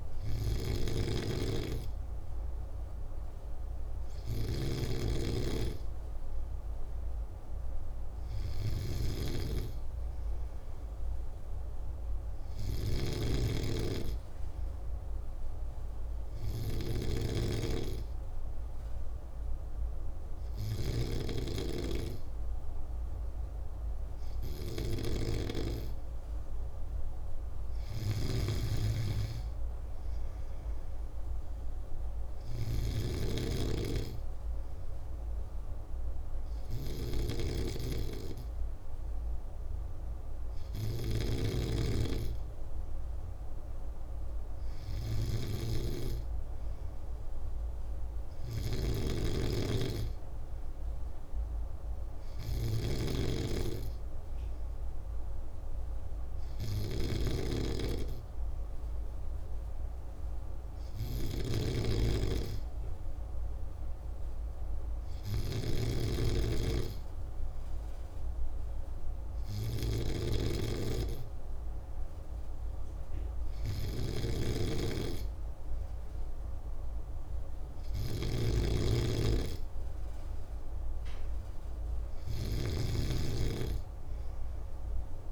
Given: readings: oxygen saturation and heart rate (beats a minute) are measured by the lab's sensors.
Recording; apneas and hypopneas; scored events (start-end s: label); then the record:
breathing in sleep by a room microphone; none
0.00-85.32 s: snoring (device-marked)
From the record:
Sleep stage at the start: N2 (light sleep); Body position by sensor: on the back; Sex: male